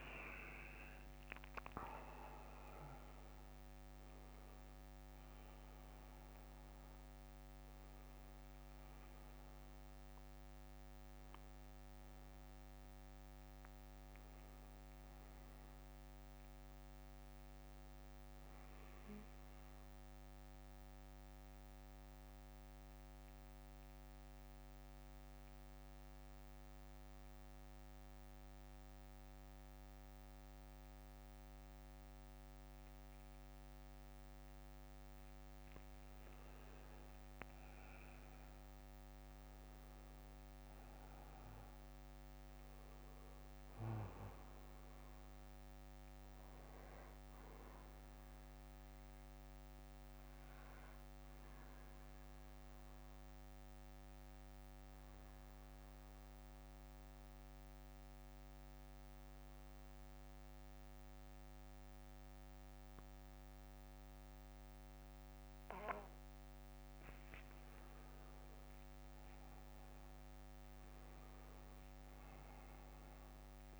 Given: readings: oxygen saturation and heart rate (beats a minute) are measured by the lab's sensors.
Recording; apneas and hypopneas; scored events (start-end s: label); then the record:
breathing in sleep, hard to hear, by a microphone on the trachea; 2
0.00-28.00 s: oxygen desaturation (device-marked, oxygen 98% before, 91% lowest, heart rate 59 before, 49 extreme)
10.00-13.00 s: bradycardia (device-marked, heart rate 60 before, 57 extreme)
13.50-17.50 s: arousal
18.00-31.00 s: bradycardia (device-marked, heart rate 60 before, 50 extreme)
21.50-36.00 s: central apnea (oxygen 97% before, 91% lowest, heart rate 62 before, 49 extreme, up 18 after)
38.50-42.00 s: arousal
43.00-58.00 s: bradycardia (device-marked, heart rate 60 before, 49 extreme)
44.00-67.00 s: oxygen desaturation (device-marked, oxygen 99% before, 94% lowest, heart rate 62 before, 50 extreme)
50.00-66.50 s: obstructive apnea (oxygen 99% before, 93% lowest, heart rate 63 before, 53 extreme, up 25 after)
60.00-64.00 s: bradycardia (device-marked, heart rate 60 before, 57 extreme)
69.50-73.50 s: arousal
From the record:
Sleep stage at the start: N2 (light sleep); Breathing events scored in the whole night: 228 in 4.2 hours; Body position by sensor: on the back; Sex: male